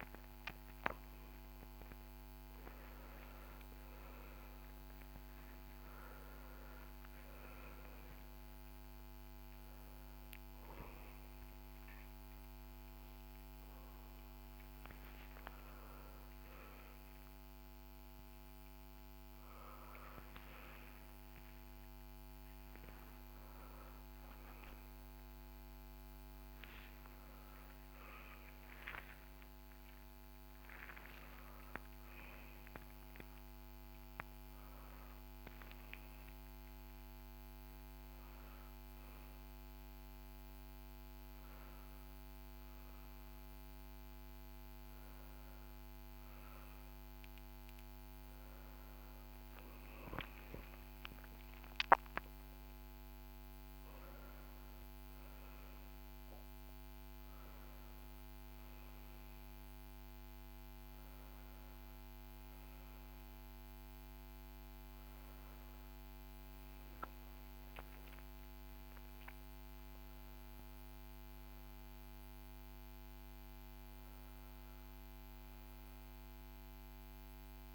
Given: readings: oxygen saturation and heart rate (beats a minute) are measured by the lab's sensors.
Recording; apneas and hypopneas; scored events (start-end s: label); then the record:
a person awake in a sleep study, hard to hear, by a microphone on the trachea; none
6.50-13.50 s: oxygen desaturation (device-marked, oxygen 96% before, 93% lowest, heart rate 114 before, 70 extreme)
From the record:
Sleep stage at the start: awake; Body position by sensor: upright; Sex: male